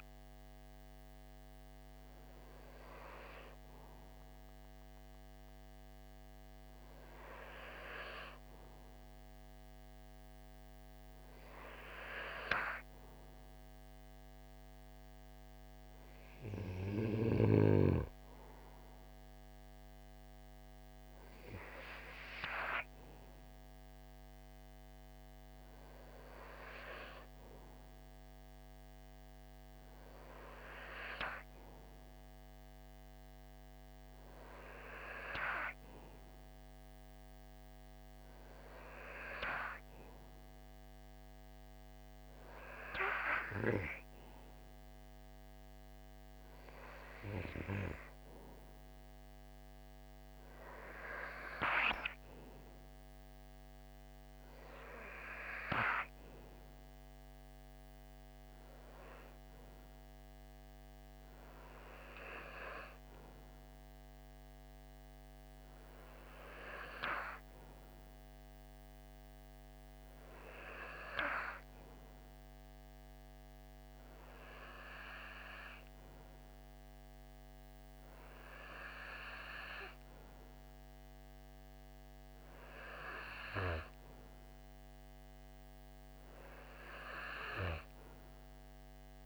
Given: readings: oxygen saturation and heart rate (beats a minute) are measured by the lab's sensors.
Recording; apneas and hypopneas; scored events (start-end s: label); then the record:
breathing in sleep by a microphone on the trachea; none
none scored
From the record:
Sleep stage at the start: N2 (light sleep); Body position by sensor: on the right side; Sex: male